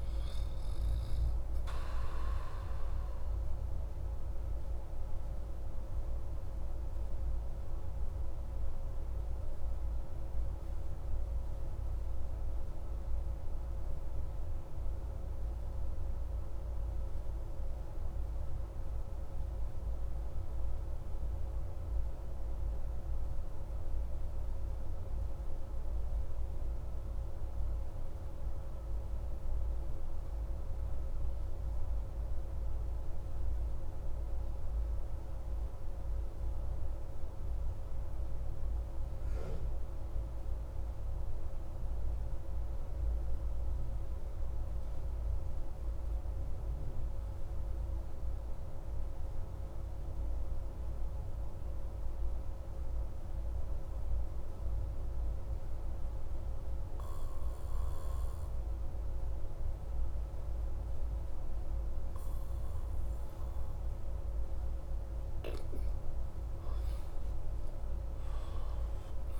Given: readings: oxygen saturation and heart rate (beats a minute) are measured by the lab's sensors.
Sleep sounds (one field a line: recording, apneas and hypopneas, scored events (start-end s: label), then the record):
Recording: breathing in sleep, hard to hear, by a room microphone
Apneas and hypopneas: 1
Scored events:
0.00-23.50 s: oxygen desaturation (device-marked, oxygen 91% lowest)
2.50-64.00 s: obstructive apnea (oxygen 98% before, 87% lowest)
60.50-69.40 s: oxygen desaturation (device-marked, oxygen 95% before, 87% lowest)
67.50-69.40 s: arousal
From the record:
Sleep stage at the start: N2 (light sleep)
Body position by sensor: on the back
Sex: male